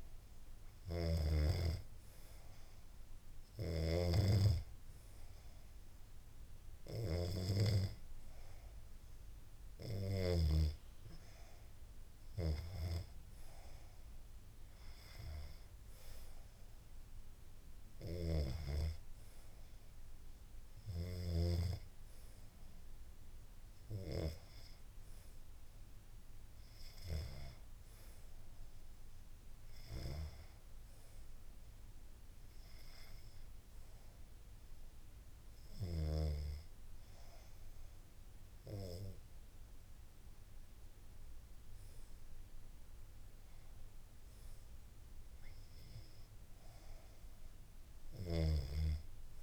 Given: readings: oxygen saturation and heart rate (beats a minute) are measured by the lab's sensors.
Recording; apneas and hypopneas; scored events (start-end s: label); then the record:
breathing in sleep by a room microphone; none
none scored
From the record:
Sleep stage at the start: N2 (light sleep); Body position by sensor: on the back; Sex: female